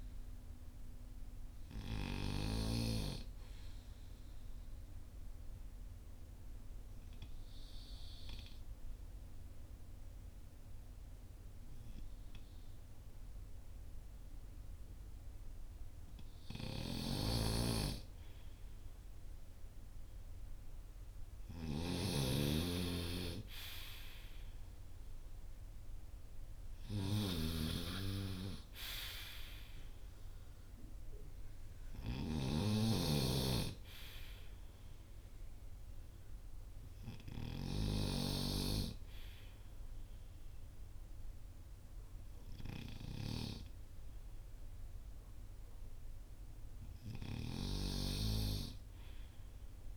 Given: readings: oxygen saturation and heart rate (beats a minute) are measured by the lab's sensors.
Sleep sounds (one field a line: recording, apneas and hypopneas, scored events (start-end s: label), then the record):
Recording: breathing in sleep by a room microphone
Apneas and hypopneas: 1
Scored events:
0.00-2.50 s: snoring (device-marked)
3.50-17.00 s: obstructive apnea (oxygen 97% before, 93% lowest, heart rate 51 before, 40 extreme, up 15 after)
16.50-37.50 s: snoring (device-marked)
19.50-23.50 s: arousal
From the record:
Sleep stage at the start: N2 (light sleep)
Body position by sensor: on the front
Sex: male